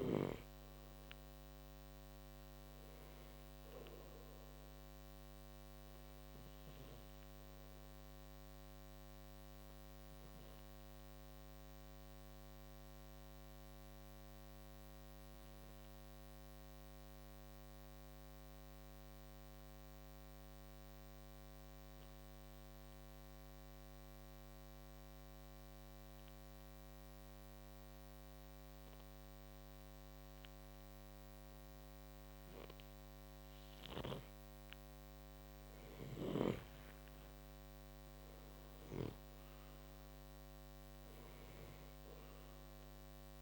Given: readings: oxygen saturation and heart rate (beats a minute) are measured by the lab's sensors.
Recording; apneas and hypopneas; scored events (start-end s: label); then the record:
breathing in sleep, hard to hear, by a microphone on the trachea; 1
0.00-23.50 s: oxygen desaturation (device-marked, oxygen 90% lowest, heart rate 54 extreme)
9.00-33.50 s: obstructive apnea (oxygen 97% before, 89% lowest, heart rate 62 before, 53 extreme, up 9 after)
33.50-43.42 s: oxygen desaturation (device-marked, oxygen 98% before, 89% lowest, heart rate 59 before, 53 extreme)
35.00-39.00 s: arousal
From the record:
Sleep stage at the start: N2 (light sleep); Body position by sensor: on the right side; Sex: male